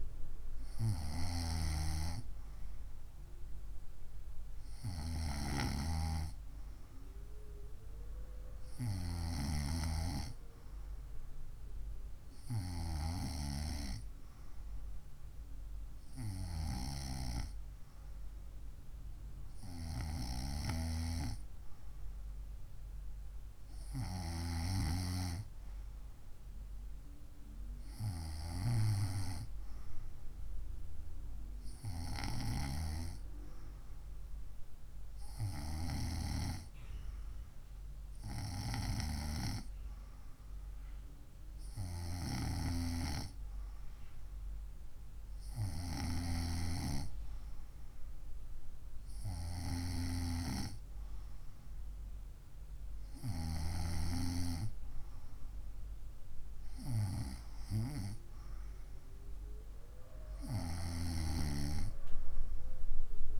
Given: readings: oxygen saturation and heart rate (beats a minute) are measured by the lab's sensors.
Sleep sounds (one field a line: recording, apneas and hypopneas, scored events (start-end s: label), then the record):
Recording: breathing in sleep by a room microphone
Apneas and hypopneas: none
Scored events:
none scored
From the record:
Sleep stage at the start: N2 (light sleep)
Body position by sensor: on the right side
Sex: female